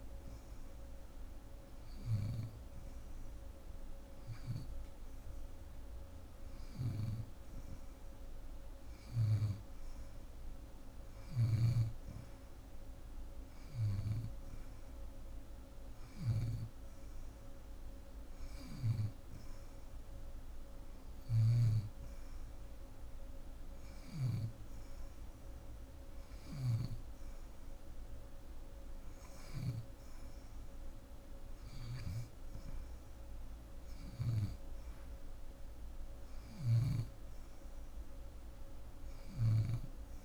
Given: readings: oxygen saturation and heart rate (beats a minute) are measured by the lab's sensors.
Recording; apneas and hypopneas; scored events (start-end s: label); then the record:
breathing in sleep by a room microphone; none
11.00-24.00 s: snoring (device-marked)
26.00-31.50 s: snoring (device-marked)
From the record:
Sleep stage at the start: N2 (light sleep); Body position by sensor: on the left side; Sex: female